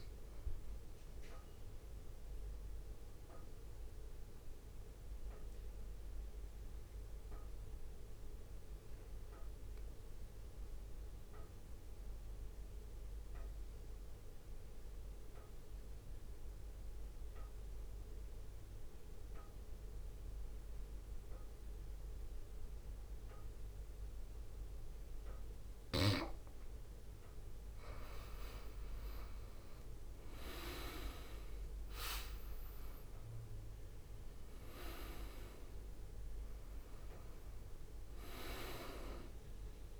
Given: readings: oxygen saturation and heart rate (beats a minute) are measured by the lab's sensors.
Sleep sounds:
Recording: breathing in sleep by a room microphone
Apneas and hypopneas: 1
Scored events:
0.00-3.50 s: drop in pulse transit time (device-marked, heart rate 52 extreme)
0.00-3.50 s: oxygen desaturation (device-marked, oxygen 92% lowest, heart rate 52 extreme)
0.50-27.50 s: mixed apnea (oxygen 96% before, 90% lowest, heart rate 59 before, 55 extreme, up 1 after)
9.50-19.50 s: oxygen desaturation (device-marked, oxygen 94% before, 90% lowest, heart rate 57 before, 55 extreme)
28.50-40.00 s: oxygen desaturation (device-marked, oxygen 98% before, 92% lowest, heart rate 62 before, 55 extreme)
29.50-33.00 s: arousal
32.50-40.00 s: drop in pulse transit time (device-marked, heart rate 61 before, 55 extreme)
From the record:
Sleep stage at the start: N2 (light sleep)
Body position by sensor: on the right side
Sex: male

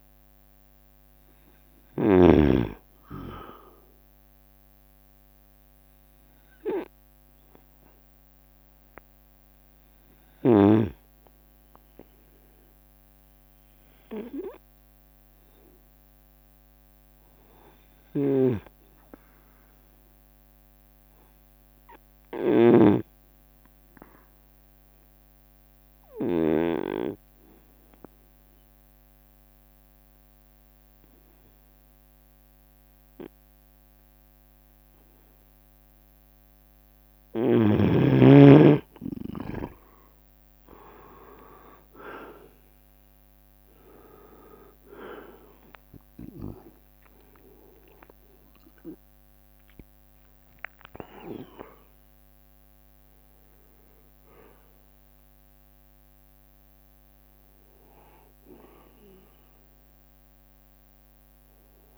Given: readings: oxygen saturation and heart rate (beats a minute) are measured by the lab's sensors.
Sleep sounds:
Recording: breathing in sleep by a microphone on the trachea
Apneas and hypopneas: 1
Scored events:
0.00-6.00 s: drop in pulse transit time (device-marked, heart rate 74 extreme)
0.00-19.00 s: oxygen desaturation (device-marked, oxygen 91% lowest, heart rate 73 extreme)
3.50-6.50 s: leg movement (device-marked)
5.00-7.00 s: long interval between heartbeats (device-marked, heart rate 74 before, 85 extreme)
7.00-13.00 s: tachycardia (device-marked, heart rate 60 before, 114 extreme)
10.50-12.50 s: long interval between heartbeats (device-marked, heart rate 78 before, 104 extreme)
14.50-18.50 s: arousal
18.50-27.00 s: snoring (device-marked)
22.00-37.50 s: obstructive apnea (oxygen 97% before, 88% lowest, heart rate 88 before, 71 extreme, up 4 after)
35.00-61.98 s: oxygen desaturation (device-marked, oxygen 97% before, 88% lowest, heart rate 77 before, 68 extreme)
37.00-39.50 s: leg movement (device-marked)
40.00-43.00 s: leg movement (device-marked)
41.00-46.00 s: arousal
42.00-58.00 s: drop in pulse transit time (device-marked, heart rate 74 before, 75 extreme)
49.00-50.00 s: leg movement (device-marked)
From the record:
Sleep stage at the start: N2 (light sleep)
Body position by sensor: on the right side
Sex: male

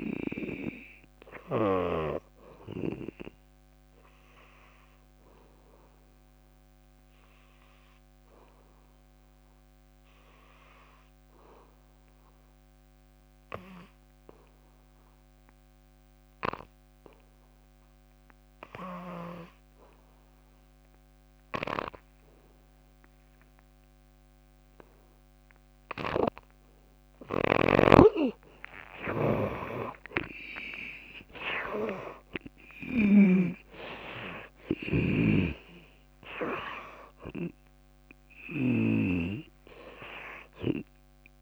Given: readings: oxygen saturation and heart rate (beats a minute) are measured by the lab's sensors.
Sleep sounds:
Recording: breathing in sleep by a microphone on the trachea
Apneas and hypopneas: 1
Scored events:
7.50-26.00 s: obstructive apnea (oxygen 87% before, 78% lowest, heart rate 69 before, 59 extreme, up 8 after)
22.50-41.42 s: oxygen desaturation (device-marked, oxygen 97% before, 78% lowest, heart rate 64 before, 59 extreme)
27.50-39.00 s: snoring (device-marked)
29.00-33.50 s: arousal
From the record:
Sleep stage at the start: N2 (light sleep)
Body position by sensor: on the back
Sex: female

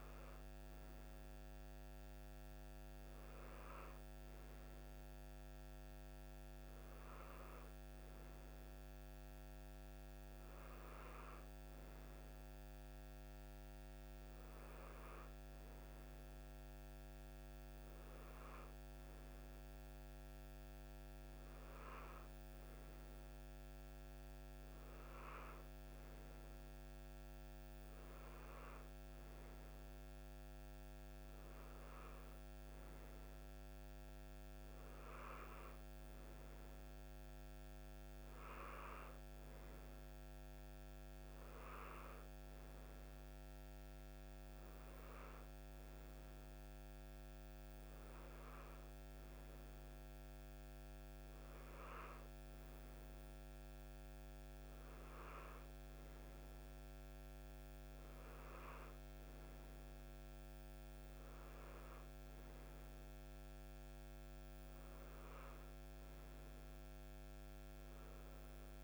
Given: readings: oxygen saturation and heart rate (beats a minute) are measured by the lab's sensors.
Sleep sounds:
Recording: breathing in sleep, hard to hear, by a microphone on the trachea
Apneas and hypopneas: none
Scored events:
none scored
From the record:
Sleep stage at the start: N3 (deep sleep)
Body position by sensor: on the right side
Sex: male

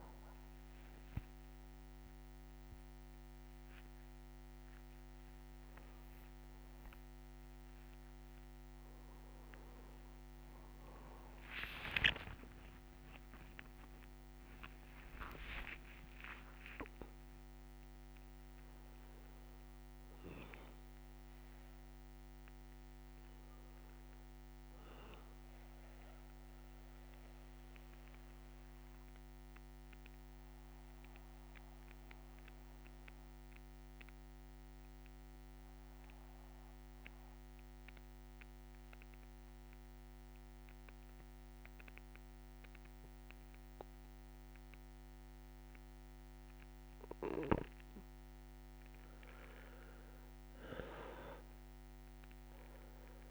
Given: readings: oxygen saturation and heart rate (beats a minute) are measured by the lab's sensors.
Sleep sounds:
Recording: a person partly awake in a sleep study, by a microphone on the trachea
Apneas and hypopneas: 1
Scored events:
0.00-9.50 s: oxygen desaturation (device-marked, oxygen 91% lowest, heart rate 61 extreme)
2.50-4.50 s: long interval between heartbeats (device-marked, heart rate 65 before, 87 extreme)
11.50-13.50 s: long interval between heartbeats (device-marked, heart rate 74 before, 82 extreme)
25.50-53.31 s: new sleep stage, N2 (light sleep)
28.00-46.50 s: obstructive apnea (oxygen 99% before, 93% lowest, heart rate 71 before, 60 extreme, up 4 after)
46.50-53.31 s: oxygen desaturation (device-marked, oxygen 98% before, 93% lowest, heart rate 62 before, 60 extreme)
49.00-53.00 s: arousal
From the record:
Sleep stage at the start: awake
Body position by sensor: on the back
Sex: male

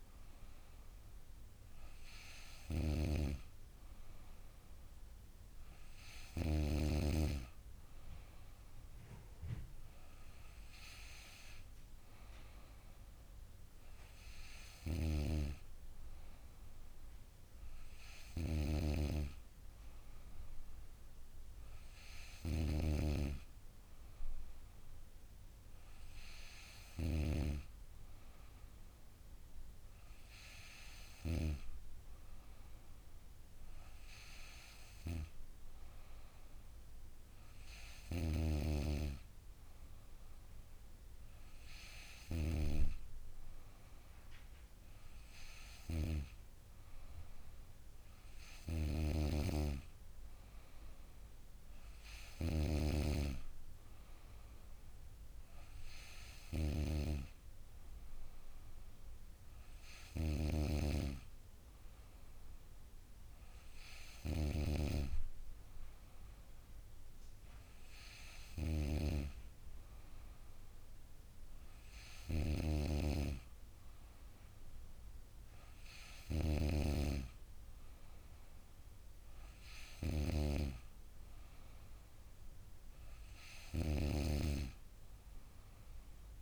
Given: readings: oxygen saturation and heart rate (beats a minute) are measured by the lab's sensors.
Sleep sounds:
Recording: breathing in sleep by a room microphone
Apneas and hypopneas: none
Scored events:
none scored
From the record:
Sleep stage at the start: N2 (light sleep)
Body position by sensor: on the back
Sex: female

